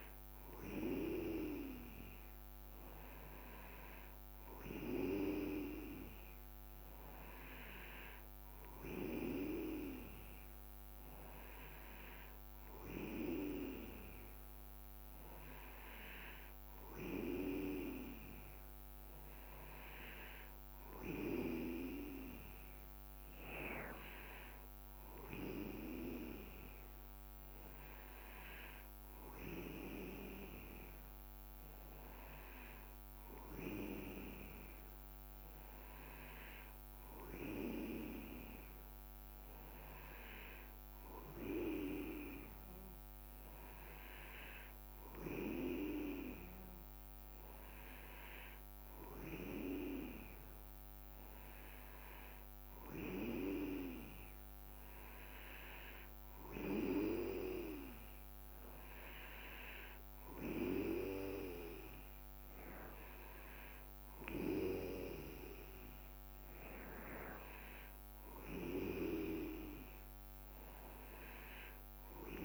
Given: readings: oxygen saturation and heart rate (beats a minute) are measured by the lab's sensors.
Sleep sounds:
breathing in sleep by a microphone on the trachea; none
none scored
From the record:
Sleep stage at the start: N2 (light sleep); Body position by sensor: on the back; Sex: male

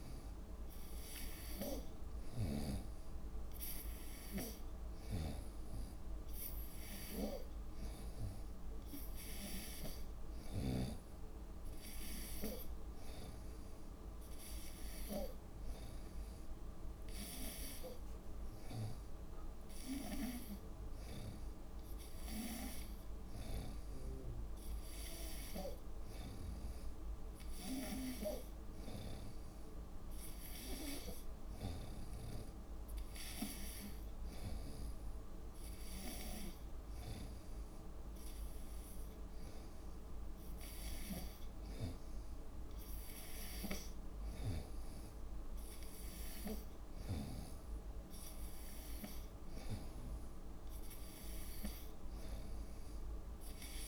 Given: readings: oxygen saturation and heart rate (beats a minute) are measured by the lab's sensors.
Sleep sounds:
breathing in sleep by a room microphone; none
0.00-3.00 s: snoring (device-marked)
5.00-10.00 s: snoring (device-marked)
43.50-47.50 s: snoring (device-marked)
From the record:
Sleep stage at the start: N2 (light sleep); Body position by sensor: on the right side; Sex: female

